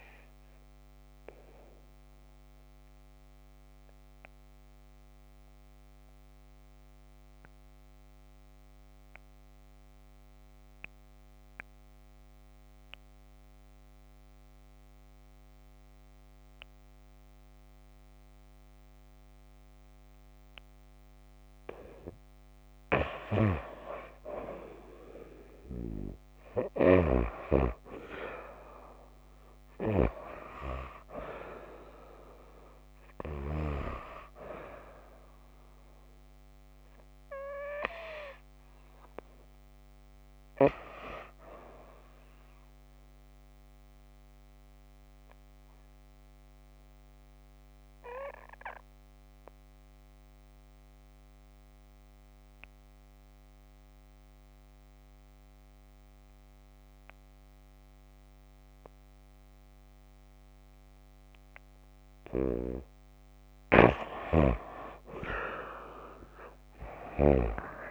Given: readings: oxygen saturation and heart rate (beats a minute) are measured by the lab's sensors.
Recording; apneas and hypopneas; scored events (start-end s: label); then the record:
breathing in sleep by a microphone on the trachea; 2
1.50-21.00 s: obstructive apnea (oxygen 97% before, 89% lowest)
23.50-26.00 s: arousal
23.50-38.50 s: oxygen desaturation (device-marked, oxygen 95% before, 89% lowest)
36.50-40.00 s: arousal
43.00-62.00 s: obstructive apnea (oxygen 95% before, 88% lowest)
64.00-67.50 s: snoring (device-marked)
65.00-67.91 s: arousal
From the record:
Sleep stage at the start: N2 (light sleep); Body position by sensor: on the back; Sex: female